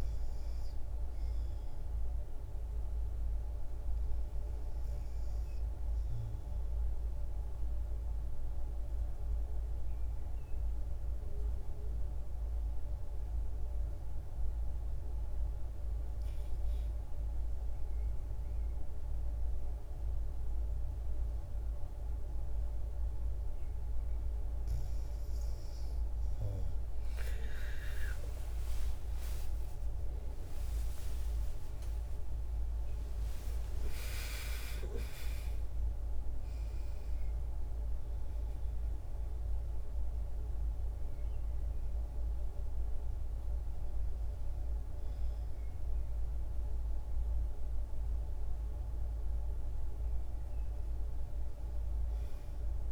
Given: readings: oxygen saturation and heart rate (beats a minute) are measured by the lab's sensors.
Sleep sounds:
breathing in sleep, hard to hear, by a room microphone; 1
0.00-1.00 s: arousal
5.00-23.50 s: obstructive apnea (oxygen 98% before, 86% lowest, heart rate 63 before, 59 extreme, up 37 after)
11.00-52.92 s: oxygen desaturation (device-marked, oxygen 97% before, 86% lowest, heart rate 62 before, 57 extreme)
26.50-32.50 s: arousal
From the record:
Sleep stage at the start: REM sleep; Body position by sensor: on the back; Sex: female

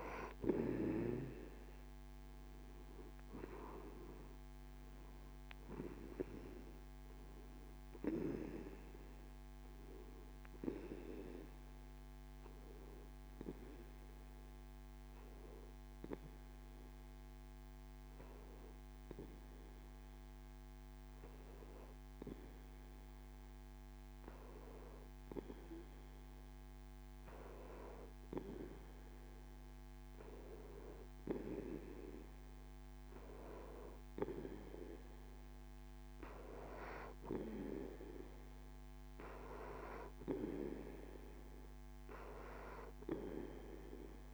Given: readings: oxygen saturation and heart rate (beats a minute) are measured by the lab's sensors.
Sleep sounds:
breathing in sleep by a microphone on the trachea; 1
0.00-2.50 s: arousal
12.50-24.50 s: hypopnea (oxygen 94% before, 92% lowest)
26.50-30.50 s: arousal
From the record:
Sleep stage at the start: N2 (light sleep); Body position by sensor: on the back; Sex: male

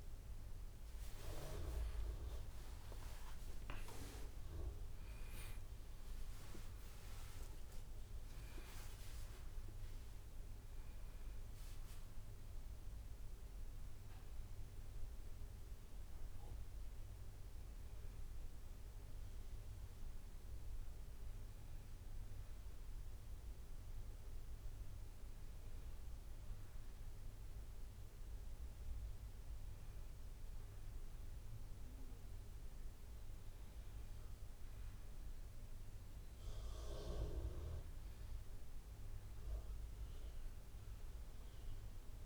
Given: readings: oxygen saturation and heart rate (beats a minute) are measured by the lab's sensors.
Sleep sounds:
breathing in sleep by a room microphone; none
0.00-3.50 s: arousal
0.00-20.50 s: oxygen desaturation (device-marked, oxygen 88% lowest, heart rate 58 extreme)
From the record:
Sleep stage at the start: REM sleep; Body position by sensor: on the back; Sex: male

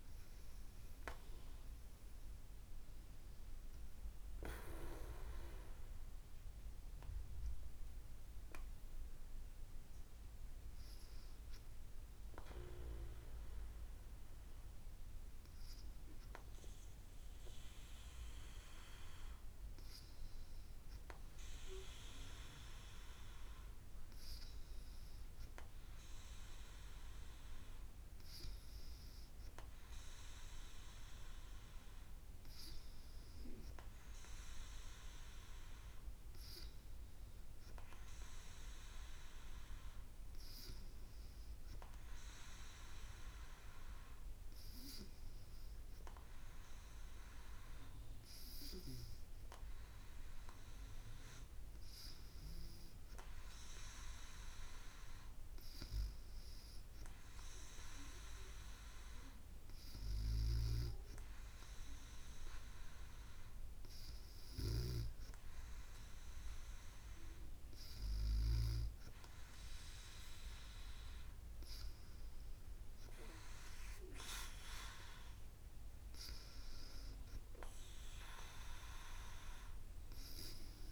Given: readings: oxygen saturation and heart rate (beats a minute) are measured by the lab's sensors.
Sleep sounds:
breathing in sleep by a room microphone; none
none scored
From the record:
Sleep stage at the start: N2 (light sleep); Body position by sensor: on the back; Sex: female

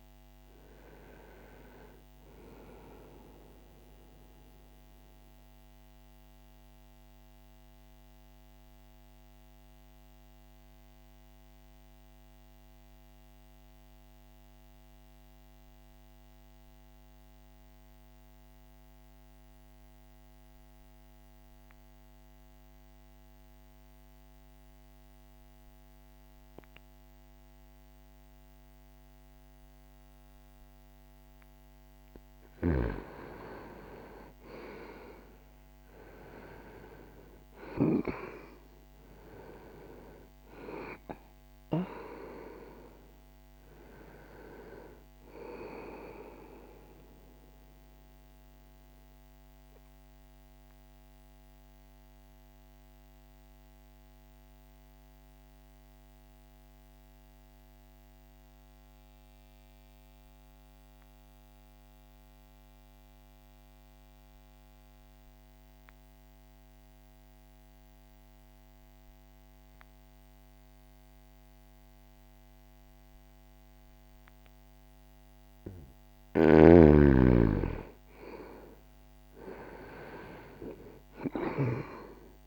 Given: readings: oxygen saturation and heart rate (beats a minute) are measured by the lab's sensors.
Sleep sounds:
breathing in sleep by a microphone on the trachea; 2
0.00-11.00 s: oxygen desaturation (device-marked, oxygen 90% lowest, heart rate 59 extreme)
4.00-32.00 s: obstructive apnea (oxygen 97% before, 87% lowest, heart rate 61 before, 59 extreme, up 0 after)
16.00-27.00 s: oxygen desaturation (device-marked, oxygen 91% before, 87% lowest, heart rate 60 before, 60 extreme)
33.50-38.50 s: arousal
48.00-75.00 s: mixed apnea (oxygen 98% before, 88% lowest, heart rate 61 before, 59 extreme, up 2 after)
60.00-71.00 s: oxygen desaturation (device-marked, oxygen 93% before, 89% lowest, heart rate 60 before, 59 extreme)
77.00-82.00 s: arousal
From the record:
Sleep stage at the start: N2 (light sleep); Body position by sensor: on the back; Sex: male

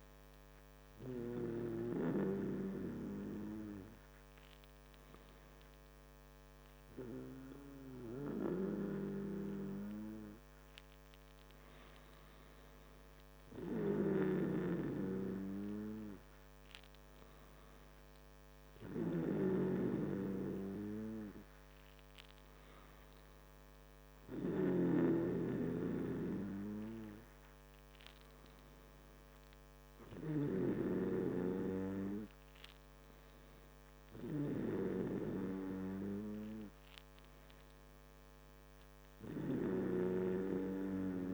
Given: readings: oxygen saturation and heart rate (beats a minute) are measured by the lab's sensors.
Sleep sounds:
breathing in sleep by a microphone on the trachea; none
none scored
From the record:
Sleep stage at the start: N2 (light sleep); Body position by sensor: on the back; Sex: male

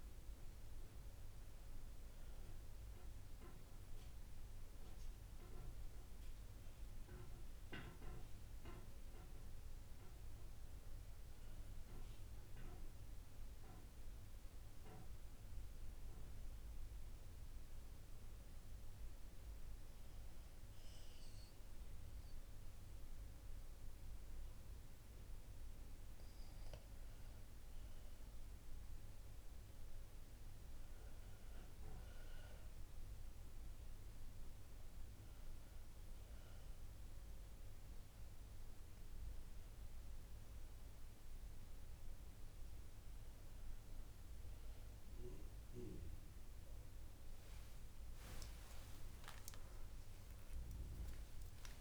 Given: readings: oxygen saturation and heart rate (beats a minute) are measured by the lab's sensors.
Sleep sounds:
a person partly awake in a sleep study, hard to hear, by a room microphone; none
36.00-51.81 s: new sleep stage, awake
From the record:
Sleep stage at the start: N2 (light sleep); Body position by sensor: on the back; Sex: female

